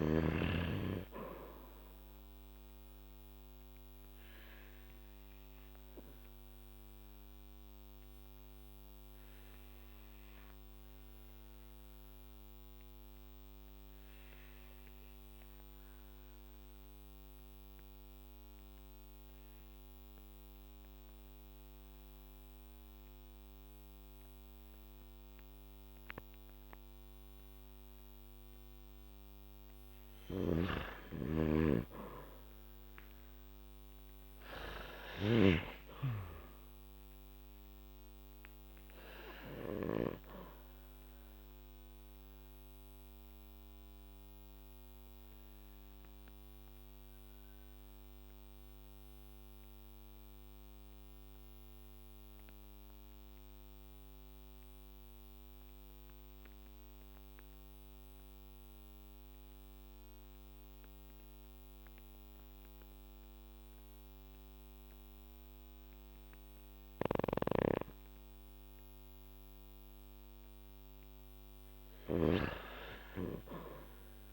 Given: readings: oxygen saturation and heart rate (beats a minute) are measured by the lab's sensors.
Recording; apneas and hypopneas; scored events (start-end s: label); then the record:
breathing in sleep by a microphone on the trachea; 2
4.00-29.00 s: obstructive apnea (oxygen 97% before, 90% lowest, heart rate 54 before, 47 extreme, up 6 after)
20.50-30.50 s: oxygen desaturation (device-marked, oxygen 96% before, 92% lowest, heart rate 54 before, 47 extreme)
30.00-40.00 s: snoring (device-marked)
34.00-38.00 s: arousal
43.00-70.00 s: obstructive apnea (oxygen 97% before, 90% lowest, heart rate 56 before, 47 extreme, up 4 after)
58.50-69.50 s: oxygen desaturation (device-marked, oxygen 95% before, 90% lowest, heart rate 52 before, 47 extreme)
67.00-74.32 s: snoring (device-marked)
72.50-74.32 s: arousal
From the record:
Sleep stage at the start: N2 (light sleep); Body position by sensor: on the back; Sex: male